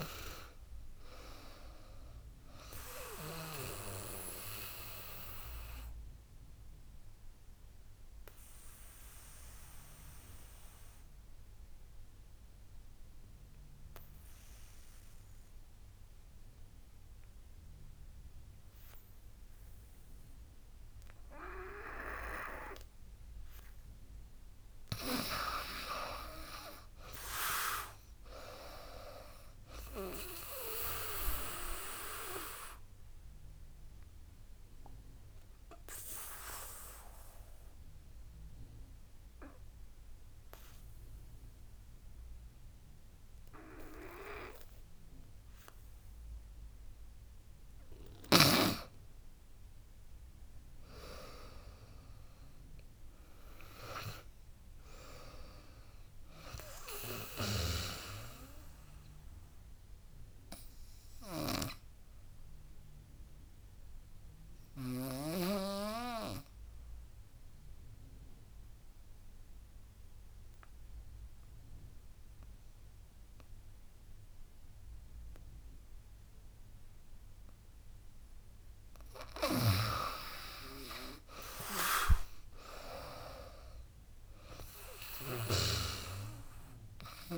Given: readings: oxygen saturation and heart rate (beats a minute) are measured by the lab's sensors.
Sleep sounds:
breathing in sleep by a room microphone; 3
0.00-8.50 s: drop in pulse transit time (device-marked, heart rate 76 extreme)
0.00-17.50 s: oxygen desaturation (device-marked, oxygen 90% lowest, heart rate 67 extreme)
4.00-23.50 s: obstructive apnea (oxygen 98% before, 90% lowest, heart rate 79 before, 67 extreme, up 20 after)
25.50-27.50 s: arousal
26.50-37.50 s: drop in pulse transit time (device-marked, heart rate 73 before, 84 extreme)
26.50-46.50 s: oxygen desaturation (device-marked, oxygen 99% before, 91% lowest, heart rate 73 before, 71 extreme)
31.50-47.50 s: obstructive apnea (oxygen 99% before, 89% lowest, heart rate 77 before, 71 extreme, up 12 after)
50.00-53.50 s: arousal
50.50-62.50 s: drop in pulse transit time (device-marked, heart rate 82 before, 74 extreme)
57.50-65.00 s: snoring (device-marked)
57.50-71.50 s: oxygen desaturation (device-marked, oxygen 98% before, 92% lowest, heart rate 82 before, 71 extreme)
60.00-77.00 s: obstructive apnea (oxygen 98% before, 89% lowest, heart rate 82 before, 70 extreme, up 16 after)
79.00-85.50 s: snoring (device-marked)
79.50-83.50 s: arousal
81.50-87.38 s: drop in pulse transit time (device-marked, heart rate 75 before, 75 extreme)
84.50-87.38 s: oxygen desaturation (device-marked, oxygen 98% before, 89% lowest, heart rate 77 before, 68 extreme)
From the record:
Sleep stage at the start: N2 (light sleep); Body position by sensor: on the back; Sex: female

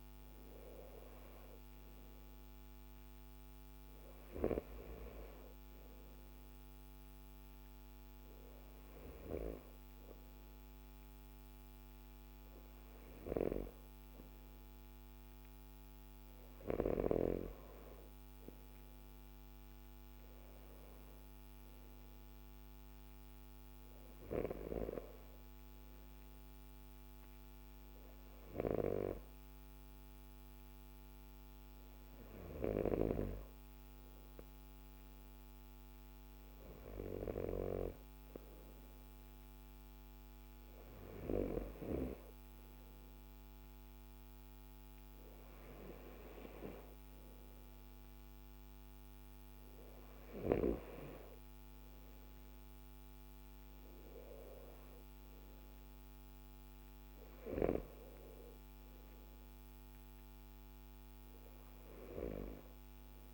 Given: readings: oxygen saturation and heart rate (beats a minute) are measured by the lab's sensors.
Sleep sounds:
breathing in sleep by a microphone on the trachea; none
none scored
From the record:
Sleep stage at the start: N2 (light sleep); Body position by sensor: on the left side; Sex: male

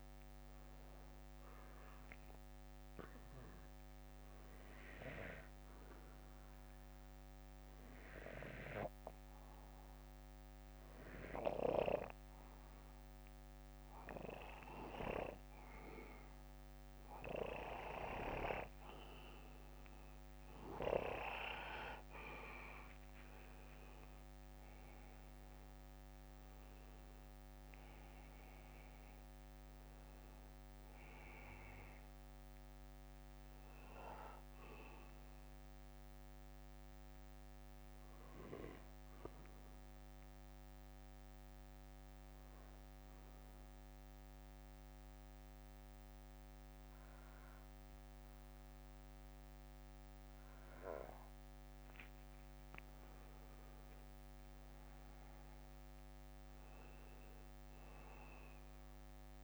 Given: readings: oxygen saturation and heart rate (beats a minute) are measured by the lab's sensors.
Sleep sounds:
breathing in sleep by a microphone on the trachea; 2
5.50-16.50 s: obstructive apnea (oxygen 97% before, 91% lowest, heart rate 60 before, 52 extreme, up 6 after)
8.00-55.00 s: oxygen desaturation (device-marked, oxygen 97% before, 91% lowest, heart rate 60 before, 51 extreme)
16.00-18.00 s: bradycardia (device-marked, heart rate 62 before, 57 extreme)
29.50-33.00 s: arousal
34.00-51.00 s: bradycardia (device-marked, heart rate 62 before, 51 extreme)
36.50-52.50 s: obstructive apnea (oxygen 96% before, 91% lowest, heart rate 63 before, 51 extreme, up 14 after)
55.00-58.50 s: arousal
From the record:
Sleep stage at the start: N2 (light sleep); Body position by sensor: on the back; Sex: male

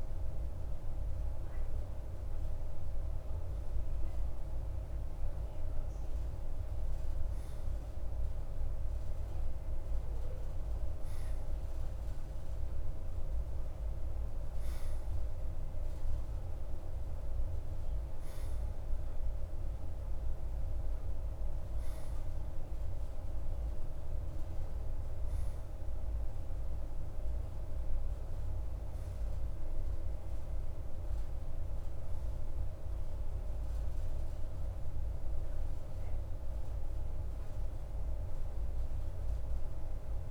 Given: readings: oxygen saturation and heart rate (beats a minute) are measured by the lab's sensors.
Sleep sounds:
breathing in sleep, hard to hear, by a room microphone; none
0.00-2.00 s: arousal
From the record:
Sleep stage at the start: N2 (light sleep); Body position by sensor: on the right side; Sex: male

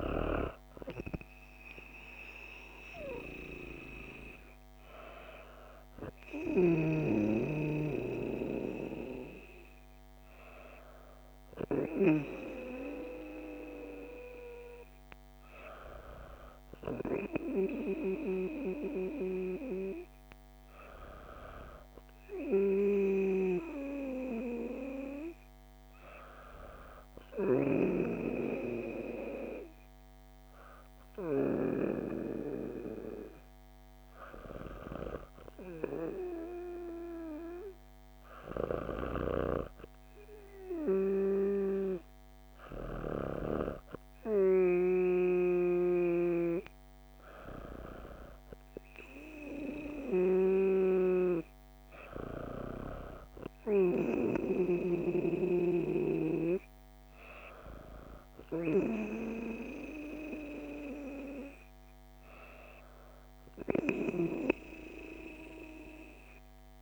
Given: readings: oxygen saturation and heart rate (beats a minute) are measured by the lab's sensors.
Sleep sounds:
breathing in sleep by a microphone on the trachea; none
none scored
From the record:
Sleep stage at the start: N2 (light sleep); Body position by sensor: on the back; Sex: female

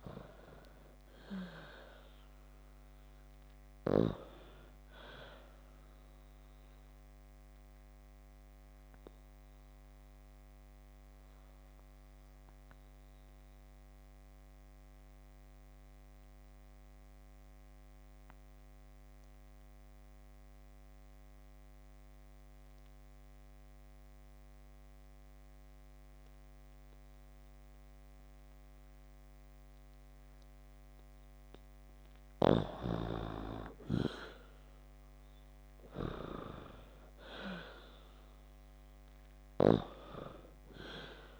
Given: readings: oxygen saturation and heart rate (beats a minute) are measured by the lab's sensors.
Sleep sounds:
breathing in sleep by a microphone on the trachea; 1
0.00-10.00 s: oxygen desaturation (device-marked, oxygen 88% lowest)
8.50-31.50 s: obstructive apnea (oxygen 97% before, 85% lowest)
34.50-38.50 s: arousal
38.00-41.40 s: oxygen desaturation (device-marked, oxygen 96% before, 90% lowest, heart rate 32 before, 25 extreme)
From the record:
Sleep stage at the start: N2 (light sleep); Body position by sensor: on the back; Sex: female

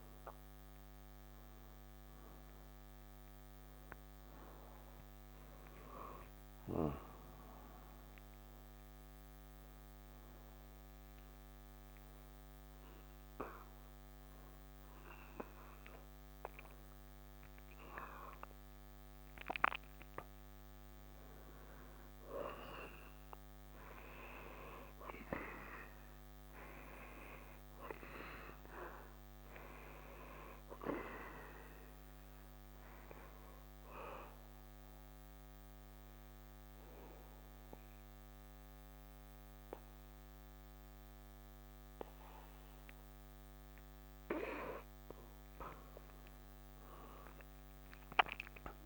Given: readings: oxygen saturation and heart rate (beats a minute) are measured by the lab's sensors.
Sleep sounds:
breathing in sleep by a microphone on the trachea; 2
0.00-15.00 s: oxygen desaturation (device-marked, oxygen 90% lowest, heart rate 66 extreme)
8.50-21.00 s: hypopnea (oxygen 96% before, 90% lowest, heart rate 80 before, 65 extreme, up 4 after)
23.00-26.50 s: arousal
29.00-44.00 s: oxygen desaturation (device-marked, oxygen 96% before, 91% lowest, heart rate 68 before, 65 extreme)
34.50-44.50 s: obstructive apnea (oxygen 97% before, 85% lowest, heart rate 68 before, 65 extreme, up 4 after)
46.00-48.86 s: arousal
From the record:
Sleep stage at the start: N2 (light sleep); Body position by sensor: on the back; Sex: male

